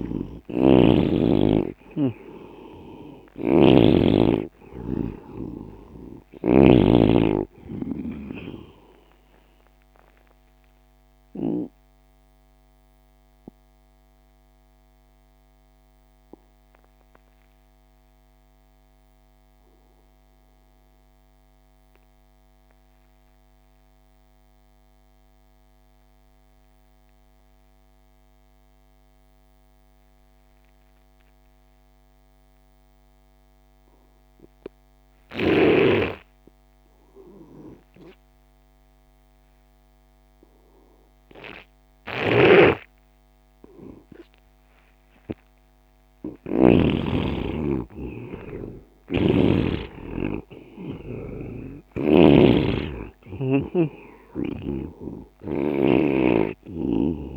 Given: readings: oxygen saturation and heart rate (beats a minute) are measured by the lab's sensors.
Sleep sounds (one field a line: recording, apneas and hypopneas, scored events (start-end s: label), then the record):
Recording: breathing in sleep by a microphone on the trachea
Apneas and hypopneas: 1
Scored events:
0.00-22.00 s: oxygen desaturation (device-marked, oxygen 89% lowest)
0.50-7.00 s: snoring (device-marked)
11.50-44.50 s: obstructive apnea (oxygen 99% before, 84% lowest)
34.00-57.37 s: oxygen desaturation (device-marked, oxygen 99% before, 84% lowest)
42.50-47.00 s: snoring (device-marked)
46.00-50.00 s: arousal
49.00-52.50 s: snoring (device-marked)
From the record:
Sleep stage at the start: N2 (light sleep)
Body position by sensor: on the right side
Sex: male